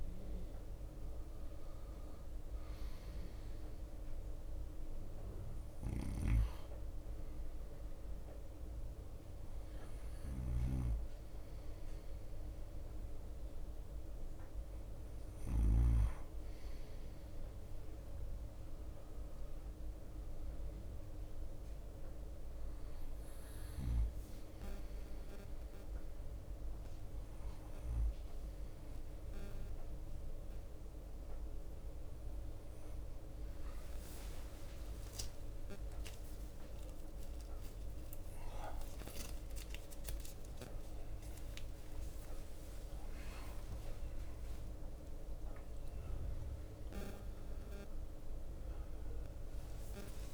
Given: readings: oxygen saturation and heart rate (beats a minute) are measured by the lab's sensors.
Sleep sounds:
breathing in sleep by a room microphone; 1
0.00-1.00 s: arousal
0.00-20.00 s: bradycardia (device-marked, heart rate 56 extreme)
6.00-16.00 s: snoring (device-marked)
21.50-32.50 s: hypopnea (oxygen 96% before, 93% lowest, heart rate 58 before, 28 extreme)
22.00-31.00 s: bradycardia (device-marked, heart rate 56 before, 55 extreme)
34.00-37.00 s: drop in pulse transit time (device-marked, heart rate 58 before, 77 extreme)
34.00-38.00 s: tachycardia (device-marked, heart rate 56 before, 105 extreme)
35.00-41.50 s: arousal
35.50-37.50 s: long interval between heartbeats (device-marked, heart rate 59 before, 94 extreme)
39.00-50.34 s: drop in pulse transit time (device-marked, heart rate 68 before, 28 extreme)
40.00-42.00 s: long interval between heartbeats (device-marked, heart rate 70 before, 89 extreme)
43.00-50.34 s: bradycardia (device-marked, heart rate 57 before, 28 extreme)
43.50-45.50 s: long interval between heartbeats (device-marked, heart rate 76 before, 79 extreme)
From the record:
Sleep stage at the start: N2 (light sleep); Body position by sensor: on the right side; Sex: male

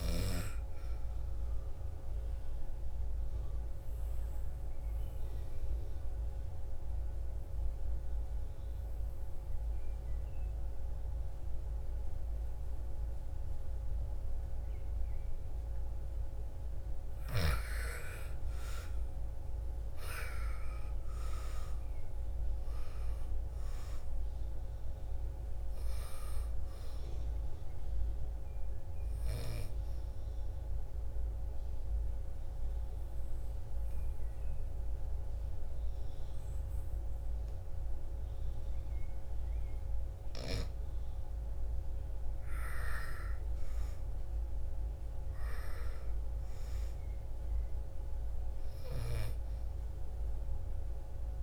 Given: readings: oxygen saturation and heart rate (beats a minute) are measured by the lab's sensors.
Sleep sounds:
breathing in sleep by a room microphone; 2
0.00-4.00 s: oxygen desaturation (device-marked, oxygen 93% lowest, heart rate 56 extreme)
2.00-15.00 s: obstructive apnea (oxygen 96% before, 85% lowest, heart rate 59 before, 55 extreme, up 10 after)
16.00-37.00 s: oxygen desaturation (device-marked, oxygen 96% before, 85% lowest, heart rate 59 before, 55 extreme)
17.00-21.50 s: arousal
28.00-40.00 s: obstructive apnea (oxygen 96% before, 85% lowest, heart rate 62 before, 54 extreme, up 9 after)
40.50-45.00 s: arousal
48.00-51.43 s: oxygen desaturation (device-marked, oxygen 98% before, 93% lowest, heart rate 59 before, 54 extreme)
From the record:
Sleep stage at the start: N2 (light sleep); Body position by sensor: on the back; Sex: female

